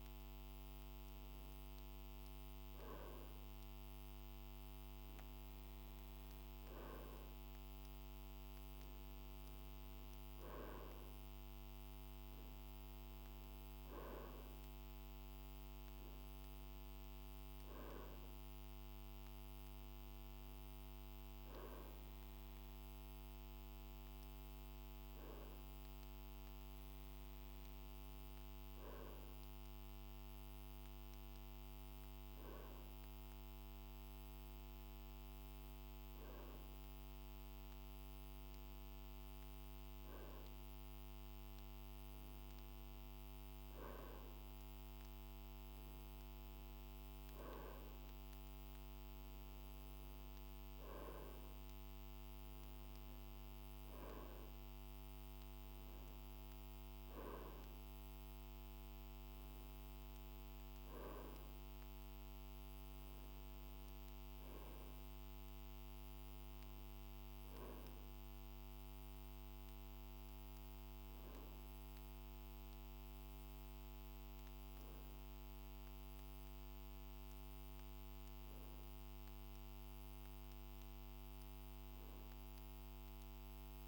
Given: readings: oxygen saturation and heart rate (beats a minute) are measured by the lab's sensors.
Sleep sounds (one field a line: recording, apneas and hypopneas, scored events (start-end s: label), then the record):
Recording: breathing in sleep, hard to hear, by a microphone on the trachea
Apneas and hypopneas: none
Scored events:
none scored
From the record:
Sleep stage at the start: N2 (light sleep)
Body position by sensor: on the right side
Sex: male